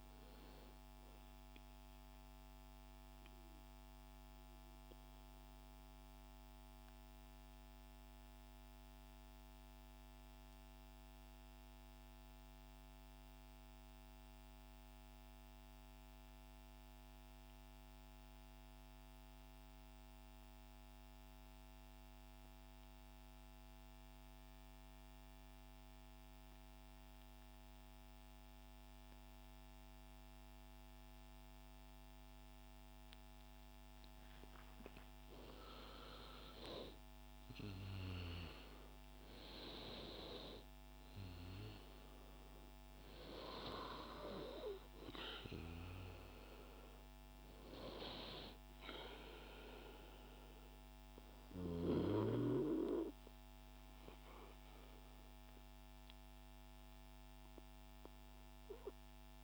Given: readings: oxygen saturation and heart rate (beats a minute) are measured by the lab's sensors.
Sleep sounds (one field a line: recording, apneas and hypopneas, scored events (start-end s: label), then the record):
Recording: breathing in sleep by a microphone on the trachea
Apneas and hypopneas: 1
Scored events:
0.00-5.50 s: oxygen desaturation (device-marked, oxygen 86% lowest)
2.00-34.00 s: mixed apnea (oxygen 92% before, 86% lowest, heart rate 61 before, 44 extreme)
27.50-59.44 s: oxygen desaturation (device-marked, oxygen 99% before, 91% lowest, heart rate 121 before, 50 extreme)
35.50-40.50 s: arousal
From the record:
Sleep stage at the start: N2 (light sleep)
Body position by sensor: on the right side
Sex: male